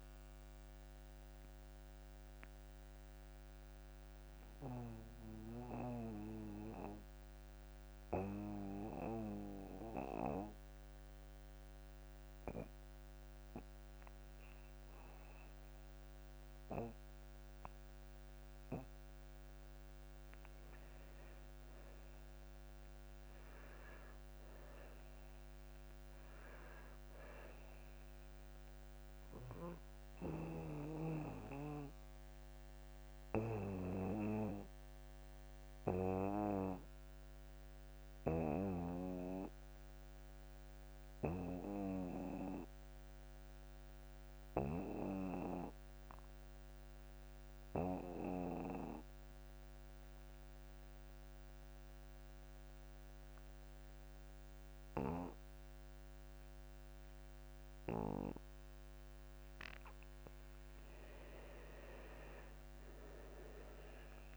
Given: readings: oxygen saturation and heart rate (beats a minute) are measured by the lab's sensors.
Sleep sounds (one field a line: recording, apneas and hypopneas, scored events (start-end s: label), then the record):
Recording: breathing in sleep by a microphone on the trachea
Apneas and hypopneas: 2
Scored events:
0.00-13.50 s: oxygen desaturation (device-marked, oxygen 84% lowest)
2.00-19.50 s: obstructive apnea (oxygen 97% before, 84% lowest)
22.00-25.50 s: arousal
30.50-46.50 s: oxygen desaturation (device-marked, oxygen 98% before, 90% lowest)
32.00-59.50 s: obstructive apnea (oxygen 98% before, 80% lowest)
57.50-64.36 s: oxygen desaturation (device-marked, oxygen 95% before, 80% lowest)
61.50-64.36 s: arousal
From the record:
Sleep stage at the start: N2 (light sleep)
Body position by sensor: on the back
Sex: male